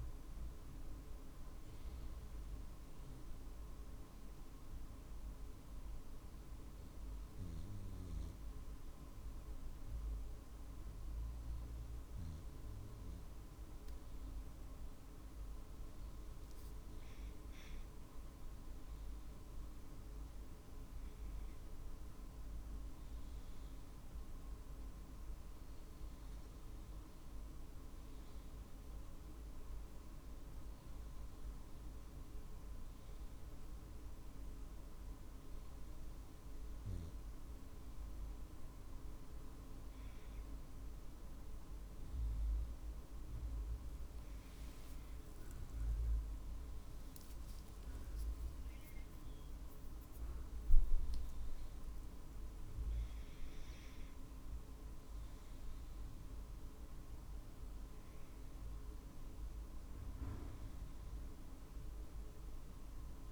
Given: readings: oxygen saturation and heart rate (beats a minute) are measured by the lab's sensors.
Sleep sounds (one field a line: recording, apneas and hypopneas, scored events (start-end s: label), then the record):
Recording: breathing in sleep, hard to hear, by a room microphone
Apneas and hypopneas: none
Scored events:
43.50-48.50 s: arousal
From the record:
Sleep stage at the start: N2 (light sleep)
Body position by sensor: on the right side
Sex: male